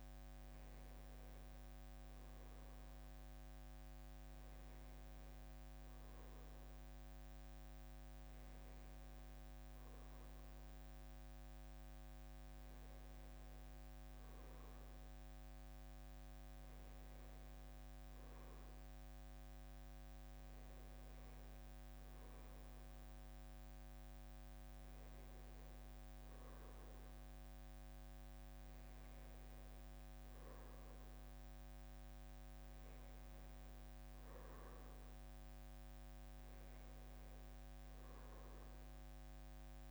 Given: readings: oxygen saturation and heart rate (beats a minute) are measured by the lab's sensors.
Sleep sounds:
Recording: a person awake in a sleep study, hard to hear, by a microphone on the trachea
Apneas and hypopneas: none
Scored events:
none scored
From the record:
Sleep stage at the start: awake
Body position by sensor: on the back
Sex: male

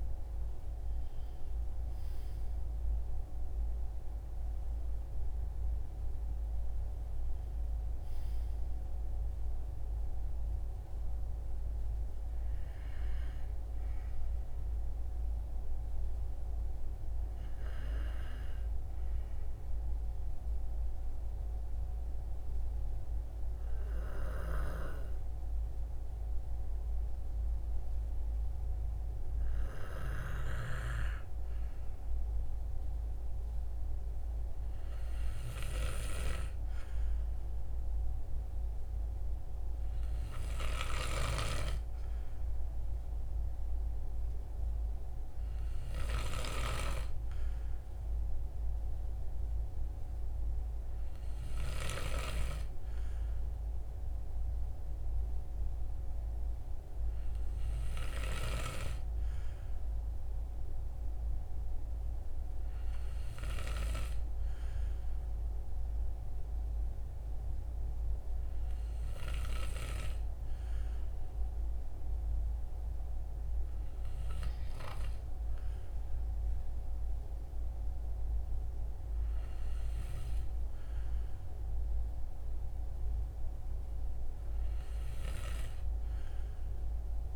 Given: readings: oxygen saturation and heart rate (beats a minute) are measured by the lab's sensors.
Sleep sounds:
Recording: breathing in sleep by a room microphone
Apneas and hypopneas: 1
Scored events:
20.00-30.00 s: obstructive apnea (oxygen 96% before, 93% lowest, heart rate 63 before, 60 extreme, up 2 after)
32.00-35.50 s: arousal
35.00-47.00 s: oxygen desaturation (device-marked, oxygen 96% before, 93% lowest, heart rate 61 before, 62 extreme)
From the record:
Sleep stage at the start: N2 (light sleep)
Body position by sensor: on the right side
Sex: male

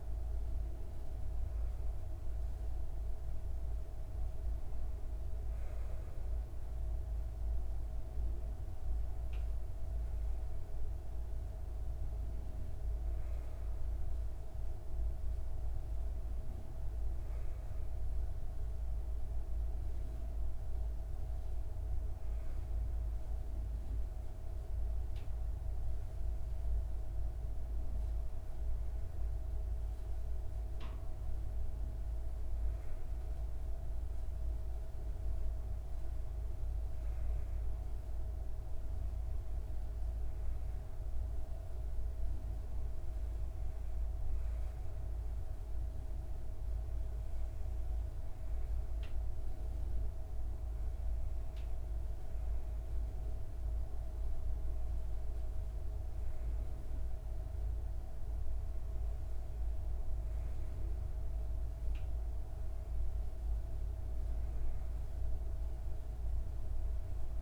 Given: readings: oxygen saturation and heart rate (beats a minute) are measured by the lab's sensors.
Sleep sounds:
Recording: breathing in sleep, hard to hear, by a room microphone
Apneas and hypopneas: none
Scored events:
none scored
From the record:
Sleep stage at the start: N2 (light sleep)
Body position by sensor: on the back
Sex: female

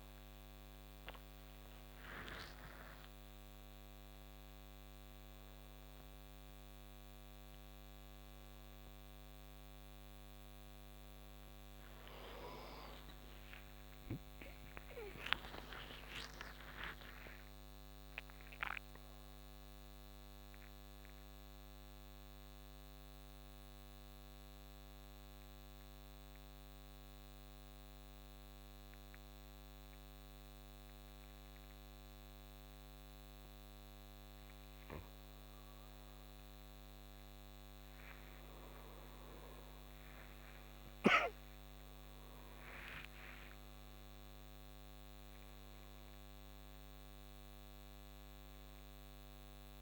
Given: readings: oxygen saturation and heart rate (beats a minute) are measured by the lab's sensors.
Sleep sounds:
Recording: a person partly awake in a sleep study, by a microphone on the trachea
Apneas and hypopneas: 1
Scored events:
0.00-8.00 s: oxygen desaturation (device-marked, oxygen 90% lowest, heart rate 60 extreme)
23.00-36.00 s: mixed apnea (oxygen 97% before, 89% lowest, heart rate 99 before, 60 extreme, up 43 after)
23.00-49.82 s: new sleep stage, N1 (lightest sleep)
38.50-43.50 s: arousal
40.00-49.82 s: oxygen desaturation (device-marked, oxygen 97% before, 91% lowest, heart rate 74 before, 63 extreme)
From the record:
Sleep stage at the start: awake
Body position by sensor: on the back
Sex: male

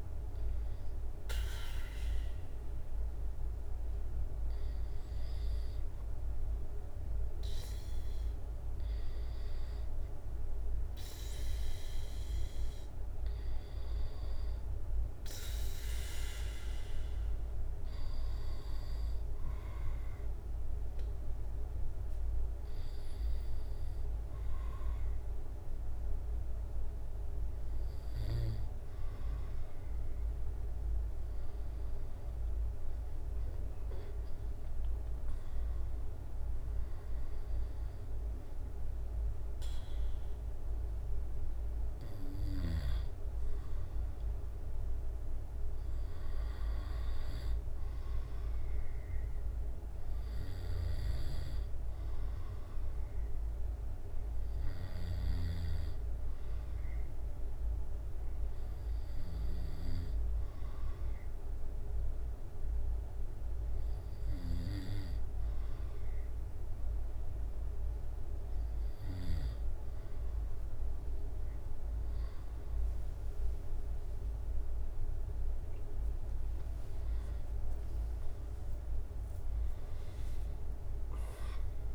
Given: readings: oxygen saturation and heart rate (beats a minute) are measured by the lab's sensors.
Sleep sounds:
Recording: breathing in sleep, hard to hear, by a room microphone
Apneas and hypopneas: 1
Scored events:
32.00-44.00 s: drop in pulse transit time (device-marked, heart rate 67 before, 69 extreme)
35.50-40.00 s: arousal
53.00-68.00 s: obstructive apnea (oxygen 96% before, 95% lowest, heart rate 71 before, 65 extreme, up 17 after)
73.00-78.00 s: arousal
73.00-81.95 s: drop in pulse transit time (device-marked, heart rate 66 before, 77 extreme)
73.50-75.50 s: long interval between heartbeats (device-marked, heart rate 66 before, 77 extreme)
From the record:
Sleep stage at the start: N2 (light sleep)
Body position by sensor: on the back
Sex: male

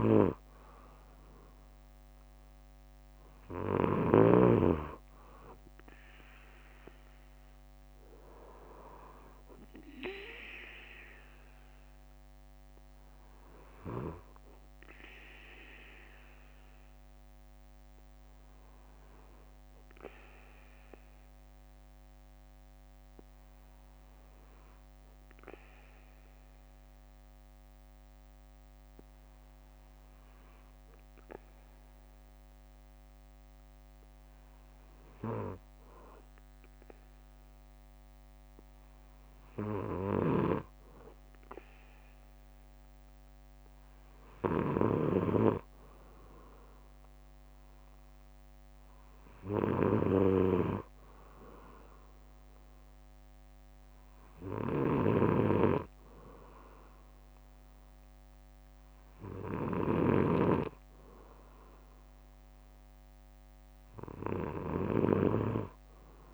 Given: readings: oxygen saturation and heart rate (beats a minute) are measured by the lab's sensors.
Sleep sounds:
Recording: breathing in sleep by a microphone on the trachea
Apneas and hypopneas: 1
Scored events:
13.50-21.50 s: bradycardia (device-marked, heart rate 59 before, 59 extreme)
17.50-34.00 s: obstructive apnea (oxygen 96% before, 94% lowest, heart rate 60 before, 56 extreme, up 5 after)
28.50-30.50 s: bradycardia (device-marked, heart rate 59 before, 60 extreme)
32.50-34.50 s: bradycardia (device-marked, heart rate 59 before, 57 extreme)
37.00-41.50 s: arousal
38.50-46.50 s: bradycardia (device-marked, heart rate 59 before, 58 extreme)
47.50-51.50 s: bradycardia (device-marked, heart rate 59 before, 58 extreme)
52.50-54.50 s: bradycardia (device-marked, heart rate 59 before, 59 extreme)
55.00-60.50 s: snoring (device-marked)
63.50-66.34 s: bradycardia (device-marked, heart rate 59 before, 59 extreme)
From the record:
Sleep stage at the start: N2 (light sleep)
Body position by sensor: on the back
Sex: male

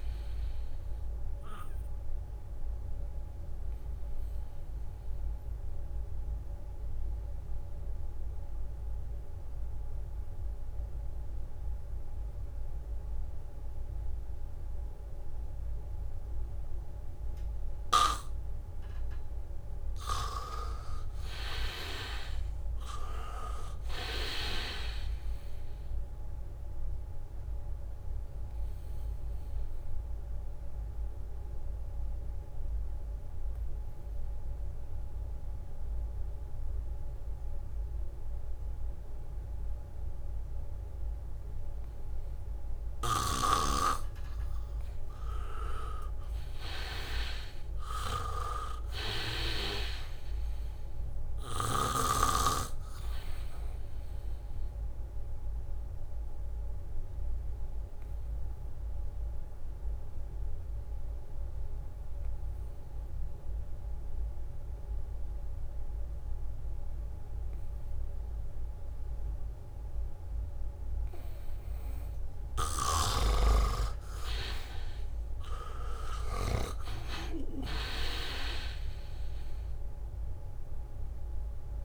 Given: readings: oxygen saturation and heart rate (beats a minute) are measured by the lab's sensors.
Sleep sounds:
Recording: breathing in sleep by a room microphone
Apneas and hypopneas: 3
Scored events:
0.00-13.00 s: oxygen desaturation (device-marked, oxygen 83% lowest, heart rate 77 extreme)
1.50-18.50 s: obstructive apnea (oxygen 97% before, 83% lowest, heart rate 78 before, 77 extreme, up 2 after)
19.00-23.00 s: arousal
24.00-41.00 s: oxygen desaturation (device-marked, oxygen 98% before, 83% lowest, heart rate 79 before, 74 extreme)
30.00-43.00 s: obstructive apnea (oxygen 98% before, 82% lowest, heart rate 79 before, 74 extreme, up 1 after)
45.00-48.00 s: arousal
48.50-51.00 s: leg movement (device-marked)
49.00-67.00 s: oxygen desaturation (device-marked, oxygen 98% before, 84% lowest, heart rate 79 before, 74 extreme)
52.00-58.00 s: leg movement (device-marked)
53.00-71.50 s: obstructive apnea (oxygen 98% before, 81% lowest, heart rate 79 before, 75 extreme, up 5 after)
72.00-81.85 s: oxygen desaturation (device-marked, oxygen 98% before, 82% lowest, heart rate 76 before, 75 extreme)
73.00-77.50 s: snoring (device-marked)
75.00-78.00 s: arousal
From the record:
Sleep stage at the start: N2 (light sleep)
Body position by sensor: on the back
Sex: male

